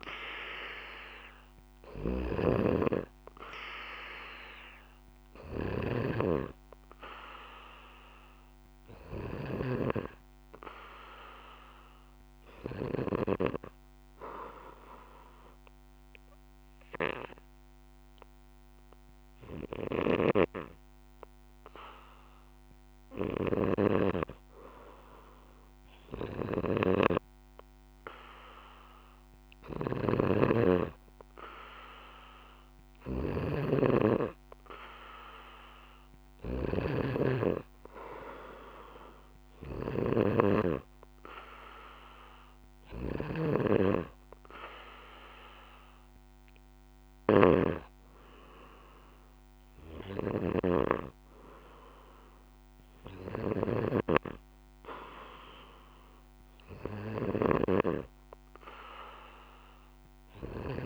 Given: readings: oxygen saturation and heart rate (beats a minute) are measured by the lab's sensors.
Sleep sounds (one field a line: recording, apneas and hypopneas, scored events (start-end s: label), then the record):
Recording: breathing in sleep by a microphone on the trachea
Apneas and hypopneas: 1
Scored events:
0.00-6.00 s: snoring (device-marked)
14.00-24.00 s: obstructive apnea (oxygen 95% before, 93% lowest, heart rate 60 before, 60 extreme, up 2 after)
26.00-54.00 s: snoring (device-marked)
28.50-32.50 s: arousal
From the record:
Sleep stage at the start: N2 (light sleep)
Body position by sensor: on the back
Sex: male